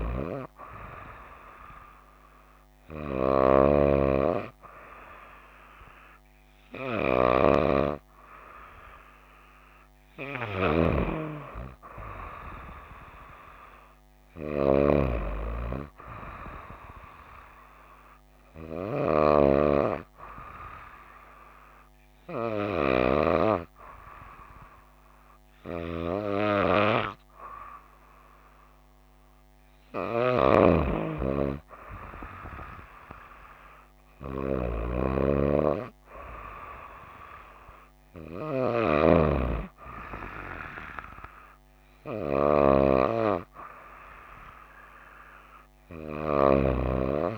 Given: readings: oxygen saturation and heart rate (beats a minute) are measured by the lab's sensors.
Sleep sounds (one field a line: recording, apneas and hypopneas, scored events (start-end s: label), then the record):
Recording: breathing in sleep by a microphone on the trachea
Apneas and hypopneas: none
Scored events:
none scored
From the record:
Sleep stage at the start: N2 (light sleep)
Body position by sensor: on the right side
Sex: female